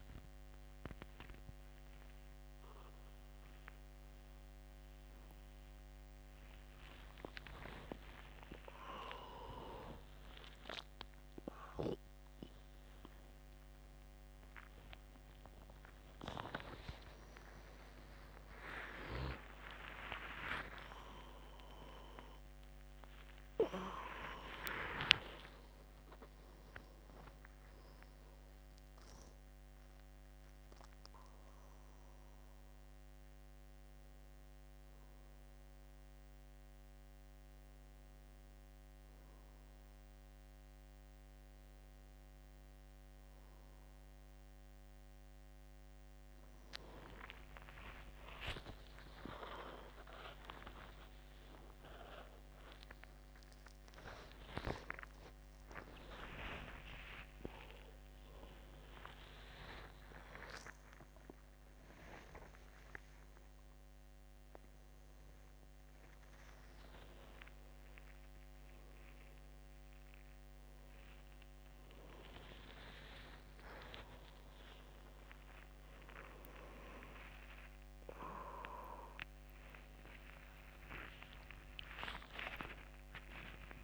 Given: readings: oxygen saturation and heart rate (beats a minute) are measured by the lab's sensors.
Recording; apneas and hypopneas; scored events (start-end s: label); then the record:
a person awake in a sleep study, by a microphone on the trachea; none
none scored
From the record:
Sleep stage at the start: awake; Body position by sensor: on the back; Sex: male